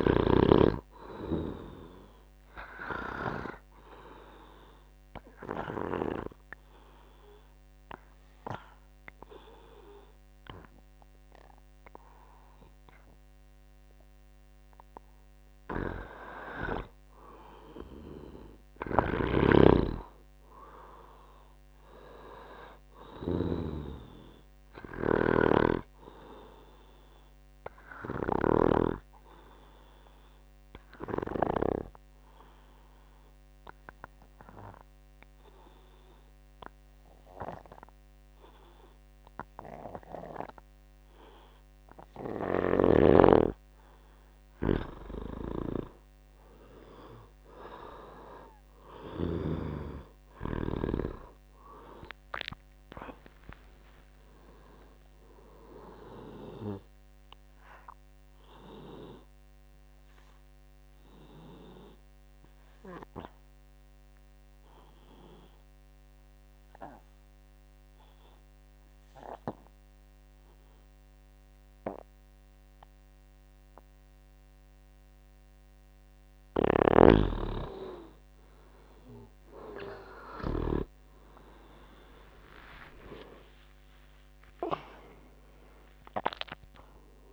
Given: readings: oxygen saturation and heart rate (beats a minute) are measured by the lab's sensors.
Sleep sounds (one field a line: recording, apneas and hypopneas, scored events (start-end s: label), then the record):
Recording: breathing in sleep by a microphone on the trachea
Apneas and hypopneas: 3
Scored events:
0.00-20.00 s: oxygen desaturation (device-marked, oxygen 87% lowest, heart rate 57 extreme)
5.00-15.50 s: obstructive apnea (oxygen 99% before, 87% lowest, heart rate 75 before, 57 extreme, up 19 after)
19.50-29.00 s: snoring (device-marked)
21.50-25.00 s: arousal
30.00-43.50 s: obstructive apnea (oxygen 98% before, 87% lowest, heart rate 73 before, 58 extreme, up 30 after)
46.00-49.50 s: arousal
51.00-75.00 s: oxygen desaturation (device-marked, oxygen 97% before, 87% lowest, heart rate 71 before, 54 extreme)
58.50-76.00 s: obstructive apnea (oxygen 97% before, 85% lowest, heart rate 81 before, 54 extreme, up 20 after)
76.50-81.00 s: snoring (device-marked)
79.50-82.50 s: arousal
83.00-87.33 s: oxygen desaturation (device-marked, oxygen 99% before, 87% lowest, heart rate 68 before, 53 extreme)
From the record:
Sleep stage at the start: N2 (light sleep)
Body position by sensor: on the back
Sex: male